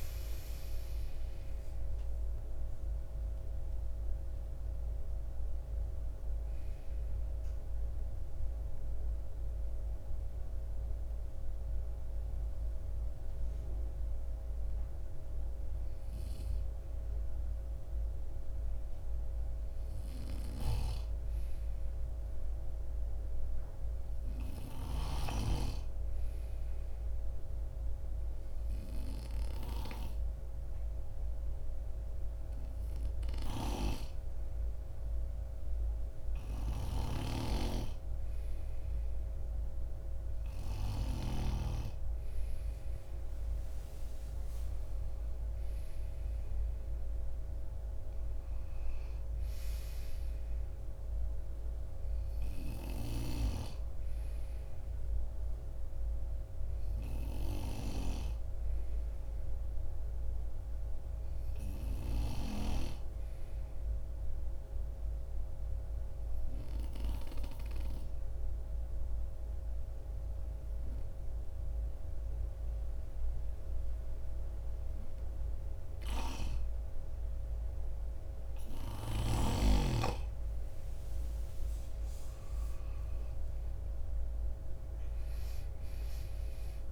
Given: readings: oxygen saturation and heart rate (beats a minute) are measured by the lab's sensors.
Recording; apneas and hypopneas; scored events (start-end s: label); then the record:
breathing in sleep by a room microphone; 2
1.50-29.50 s: oxygen desaturation (device-marked, oxygen 94% before, 90% lowest)
26.00-41.50 s: obstructive apnea (oxygen 94% before, 87% lowest)
36.50-41.50 s: snoring (device-marked)
43.50-68.50 s: oxygen desaturation (device-marked, oxygen 96% before, 90% lowest)
44.00-47.50 s: arousal
57.00-79.00 s: obstructive apnea (oxygen 97% before, 87% lowest)
80.50-84.50 s: arousal
82.50-86.92 s: oxygen desaturation (device-marked, oxygen 93% before, 87% lowest)
From the record:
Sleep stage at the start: N2 (light sleep); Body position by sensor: on the right side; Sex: male